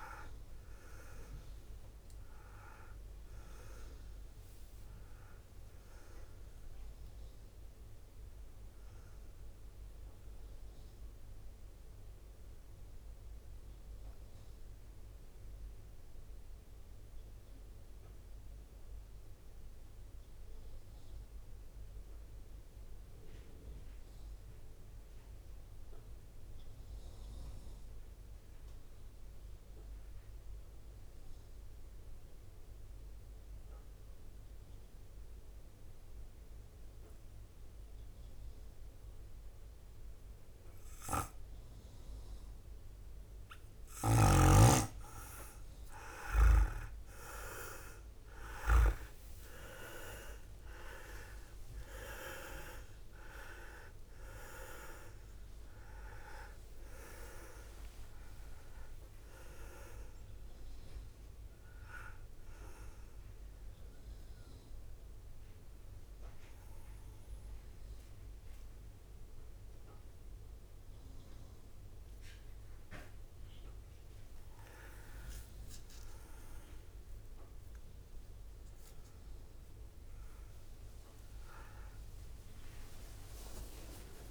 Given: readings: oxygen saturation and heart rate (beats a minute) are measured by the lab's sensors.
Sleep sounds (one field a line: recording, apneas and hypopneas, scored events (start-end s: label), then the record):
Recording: breathing in sleep by a room microphone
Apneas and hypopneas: 1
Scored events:
0.00-3.50 s: leg movement (device-marked)
0.00-12.00 s: drop in pulse transit time (device-marked, heart rate 63 extreme)
0.00-23.00 s: oxygen desaturation (device-marked, oxygen 90% lowest, heart rate 52 extreme)
10.50-43.50 s: mixed apnea (oxygen 98% before, 89% lowest, heart rate 73 before, 52 extreme, up 27 after)
36.50-37.50 s: leg movement (device-marked)
40.00-81.00 s: oxygen desaturation (device-marked, oxygen 99% before, 89% lowest, heart rate 54 before, 54 extreme)
48.00-50.00 s: leg movement (device-marked)
48.00-52.50 s: arousal
49.00-51.00 s: long interval between heartbeats (device-marked, heart rate 55 before, 72 extreme)
50.00-67.00 s: drop in pulse transit time (device-marked, heart rate 56 before, 57 extreme)
83.00-84.31 s: arousal
83.00-84.31 s: drop in pulse transit time (device-marked, heart rate 60 before, 68 extreme)
From the record:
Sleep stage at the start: N2 (light sleep)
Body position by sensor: on the back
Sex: male